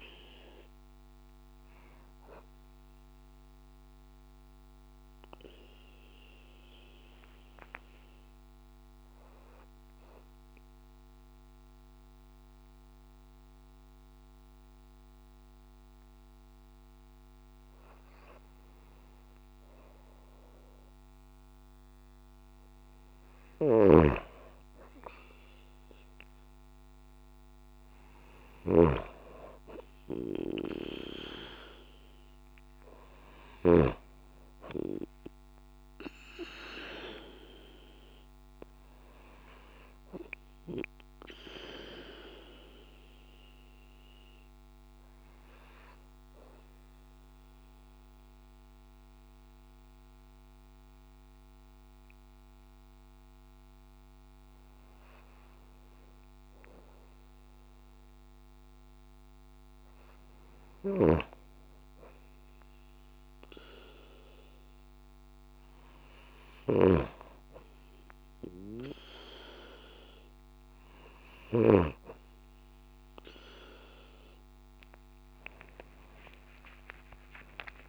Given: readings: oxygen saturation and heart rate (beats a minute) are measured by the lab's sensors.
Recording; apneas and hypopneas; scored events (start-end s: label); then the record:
breathing in sleep by a microphone on the trachea; 2
0.00-9.00 s: oxygen desaturation (device-marked, oxygen 92% lowest)
3.00-21.50 s: obstructive apnea (oxygen 96% before, 92% lowest)
23.00-28.50 s: snoring (device-marked)
25.00-30.00 s: arousal
45.50-60.50 s: mixed apnea (oxygen 96% before, 93% lowest)
64.00-68.00 s: arousal
From the record:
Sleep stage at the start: N2 (light sleep); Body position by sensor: on the right side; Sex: female